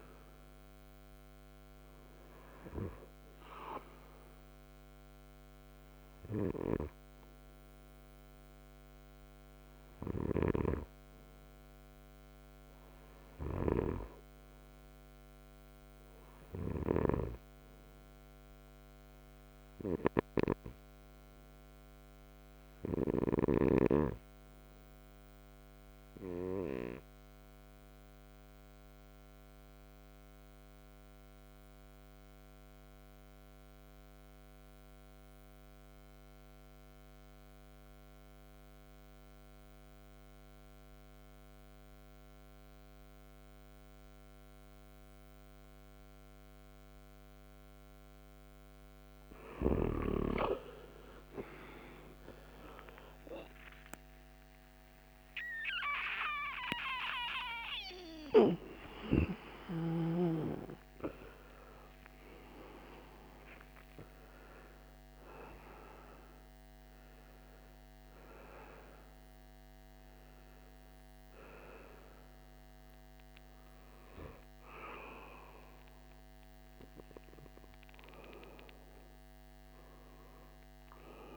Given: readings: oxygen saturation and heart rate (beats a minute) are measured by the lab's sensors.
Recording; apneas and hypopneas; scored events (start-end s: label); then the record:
breathing in sleep by a microphone on the trachea; 1
0.00-17.00 s: oxygen desaturation (device-marked, oxygen 90% lowest, heart rate 58 extreme)
26.50-48.00 s: obstructive apnea (oxygen 99% before, 86% lowest, heart rate 65 before, 58 extreme, up 49 after)
39.00-78.00 s: oxygen desaturation (device-marked, oxygen 97% before, 86% lowest, heart rate 62 before, 58 extreme)
51.50-57.00 s: arousal
80.00-81.37 s: arousal
From the record:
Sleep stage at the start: N2 (light sleep); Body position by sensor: on the right side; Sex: male